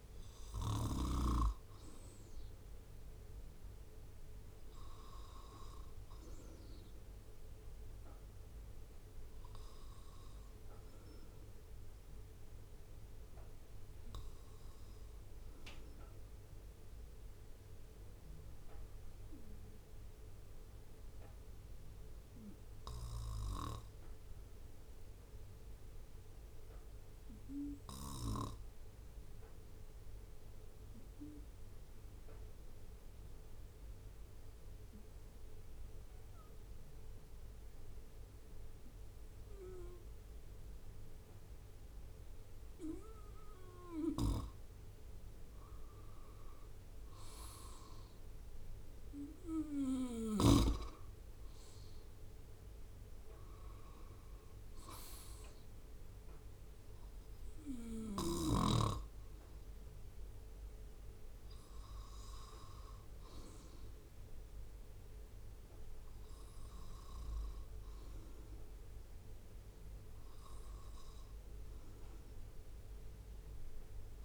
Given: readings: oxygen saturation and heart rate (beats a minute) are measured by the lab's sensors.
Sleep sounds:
breathing in sleep by a room microphone; 1
4.00-6.00 s: bradycardia (device-marked, heart rate 67 before, 61 extreme)
18.00-45.00 s: obstructive apnea (oxygen 96% before, 93% lowest, heart rate 62 before, 62 extreme, up 3 after)
47.00-50.00 s: arousal
From the record:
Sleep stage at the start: N2 (light sleep); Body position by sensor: on the right side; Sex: male

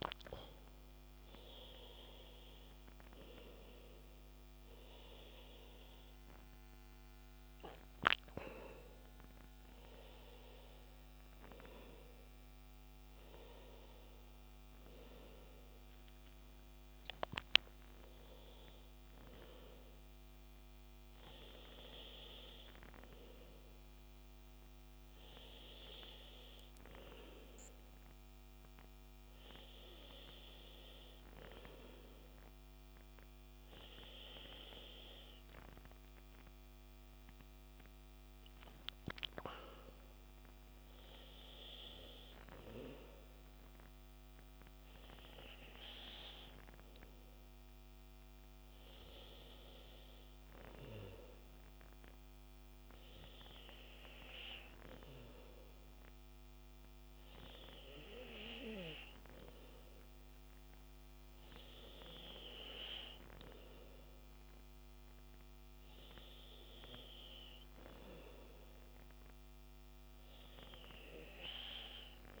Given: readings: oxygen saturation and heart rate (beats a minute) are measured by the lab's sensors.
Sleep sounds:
breathing in sleep by a microphone on the trachea; none
0.00-2.50 s: arousal
From the record:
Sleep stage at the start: N2 (light sleep); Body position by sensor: on the back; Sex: male

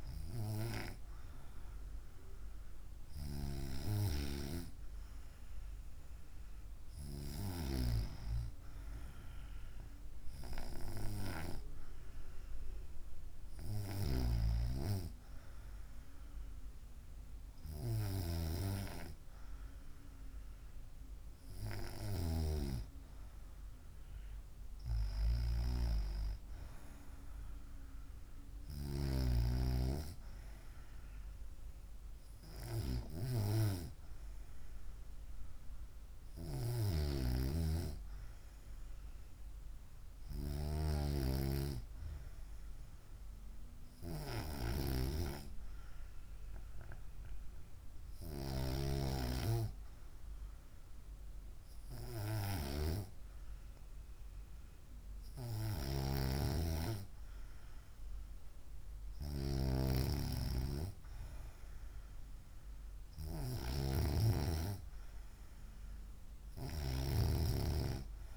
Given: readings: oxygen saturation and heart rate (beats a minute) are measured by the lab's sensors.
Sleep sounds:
breathing in sleep by a room microphone; none
none scored
From the record:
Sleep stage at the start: N2 (light sleep); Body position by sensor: on the right side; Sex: female

